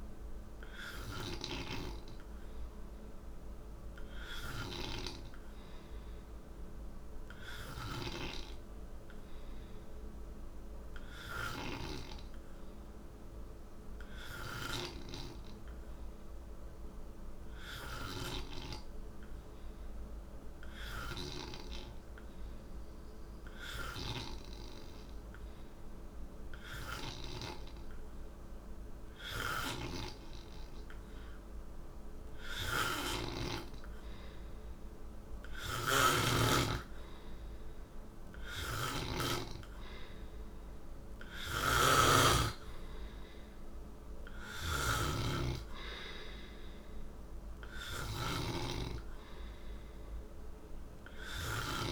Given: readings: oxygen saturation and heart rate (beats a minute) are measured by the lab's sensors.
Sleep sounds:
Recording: breathing in sleep by a room microphone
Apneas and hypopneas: none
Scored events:
7.50-11.50 s: snoring (device-marked)
28.00-51.91 s: oxygen desaturation (device-marked, oxygen 91% before, 88% lowest, heart rate 64 before, 59 extreme)
32.50-39.00 s: snoring (device-marked)
41.00-51.91 s: snoring (device-marked)
From the record:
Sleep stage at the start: N3 (deep sleep)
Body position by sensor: on the right side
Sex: male

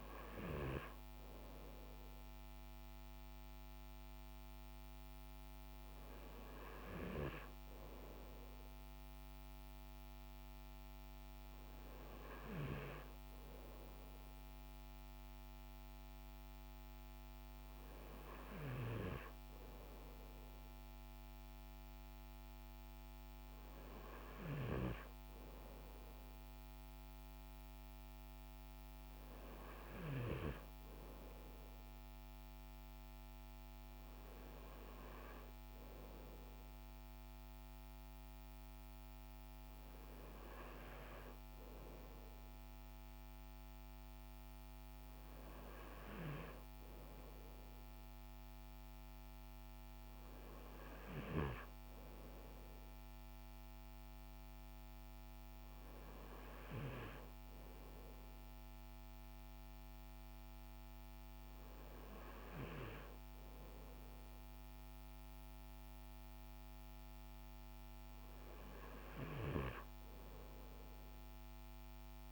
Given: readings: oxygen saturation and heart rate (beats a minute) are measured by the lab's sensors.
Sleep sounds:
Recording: breathing in sleep by a microphone on the trachea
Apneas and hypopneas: none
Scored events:
none scored
From the record:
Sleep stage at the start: N2 (light sleep)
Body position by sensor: on the front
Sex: male

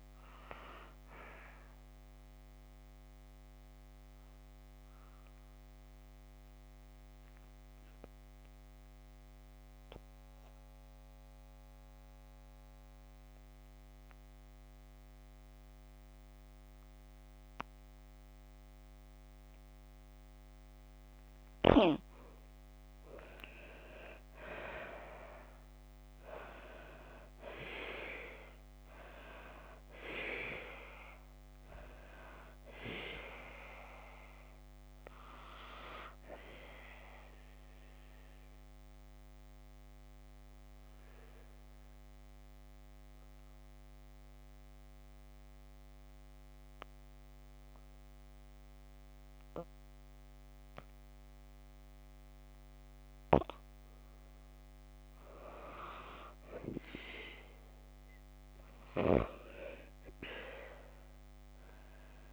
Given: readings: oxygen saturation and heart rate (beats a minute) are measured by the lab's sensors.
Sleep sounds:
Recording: breathing in sleep by a microphone on the trachea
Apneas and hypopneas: 2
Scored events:
2.50-20.50 s: obstructive apnea (oxygen 98% before, 88% lowest, heart rate 65 before, 55 extreme, up 3 after)
23.00-28.00 s: arousal
24.50-31.50 s: oxygen desaturation (device-marked, oxygen 96% before, 92% lowest, heart rate 56 before, 54 extreme)
39.00-53.50 s: obstructive apnea (oxygen 98% before, 88% lowest, heart rate 57 before, 53 extreme, up 1 after)
51.50-62.33 s: oxygen desaturation (device-marked, oxygen 97% before, 88% lowest, heart rate 57 before, 53 extreme)
56.50-61.00 s: arousal
From the record:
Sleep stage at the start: N2 (light sleep)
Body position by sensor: on the back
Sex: female

